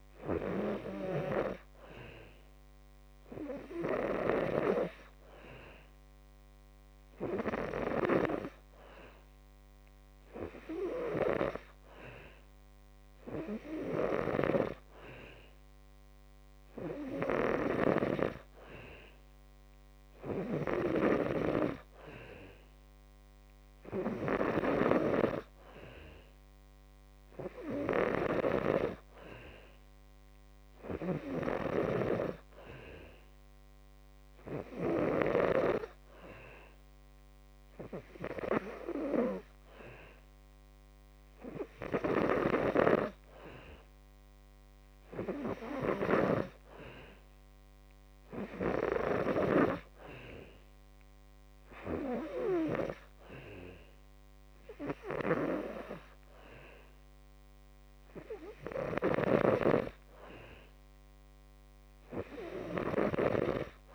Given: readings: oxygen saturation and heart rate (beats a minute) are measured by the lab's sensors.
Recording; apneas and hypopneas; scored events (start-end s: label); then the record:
breathing in sleep by a microphone on the trachea; none
none scored
From the record:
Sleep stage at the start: N2 (light sleep); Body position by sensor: on the back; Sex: male